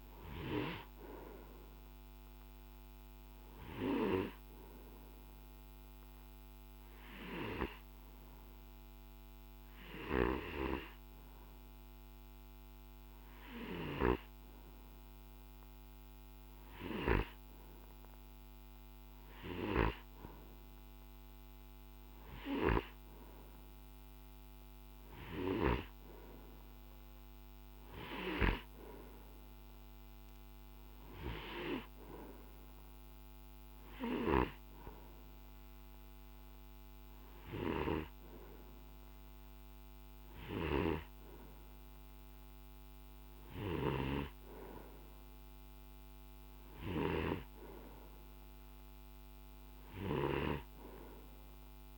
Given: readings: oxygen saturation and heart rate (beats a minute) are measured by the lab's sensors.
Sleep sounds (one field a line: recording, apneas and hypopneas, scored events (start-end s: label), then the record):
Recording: breathing in sleep by a microphone on the trachea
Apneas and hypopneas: none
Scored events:
19.50-26.00 s: snoring (device-marked)
34.00-51.97 s: snoring (device-marked)
From the record:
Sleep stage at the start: N2 (light sleep)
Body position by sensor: on the right side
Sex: male